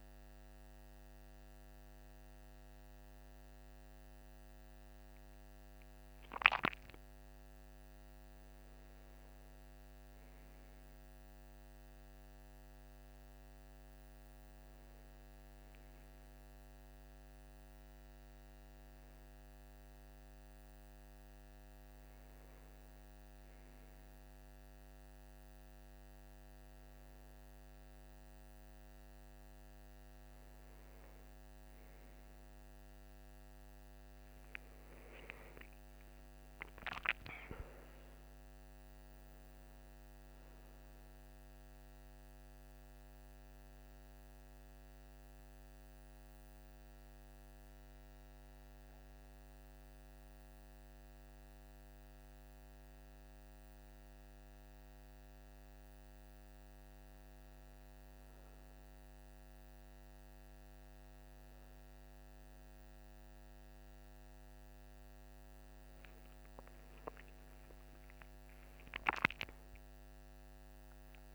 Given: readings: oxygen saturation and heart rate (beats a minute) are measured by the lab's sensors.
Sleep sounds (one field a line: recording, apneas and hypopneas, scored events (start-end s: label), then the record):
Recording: a person partly awake in a sleep study, hard to hear, by a microphone on the trachea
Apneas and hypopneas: 1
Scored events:
12.00-71.35 s: new sleep stage, N1 (lightest sleep)
41.50-65.50 s: hypopnea (oxygen 98% before, 96% lowest, heart rate 57 before, 51 extreme, up 16 after)
From the record:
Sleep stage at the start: awake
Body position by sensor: on the right side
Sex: male